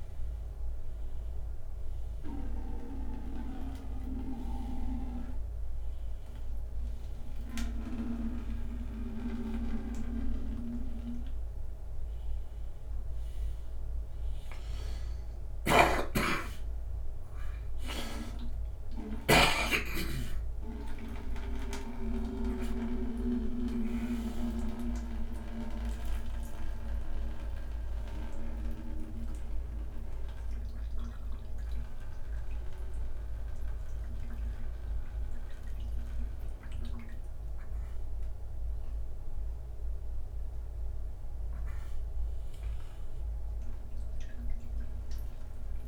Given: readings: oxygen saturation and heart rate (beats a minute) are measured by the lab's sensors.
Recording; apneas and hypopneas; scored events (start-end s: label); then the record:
breathing in sleep by a room microphone; none
15.50-19.00 s: arousal
From the record:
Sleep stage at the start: N2 (light sleep); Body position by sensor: upright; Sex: male